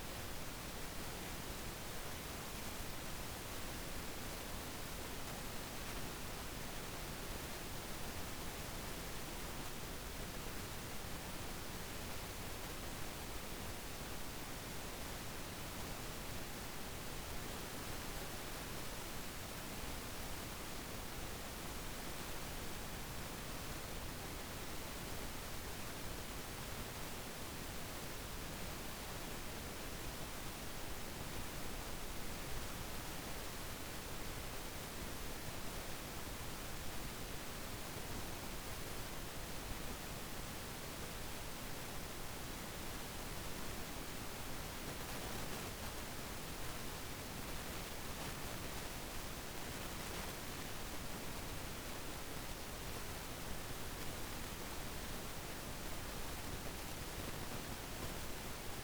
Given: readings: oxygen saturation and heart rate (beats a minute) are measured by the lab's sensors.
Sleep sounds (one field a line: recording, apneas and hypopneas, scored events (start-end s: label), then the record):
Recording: breathing in sleep, hard to hear, by a microphone on the trachea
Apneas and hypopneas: none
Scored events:
none scored
From the record:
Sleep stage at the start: N2 (light sleep)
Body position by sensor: on the back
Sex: male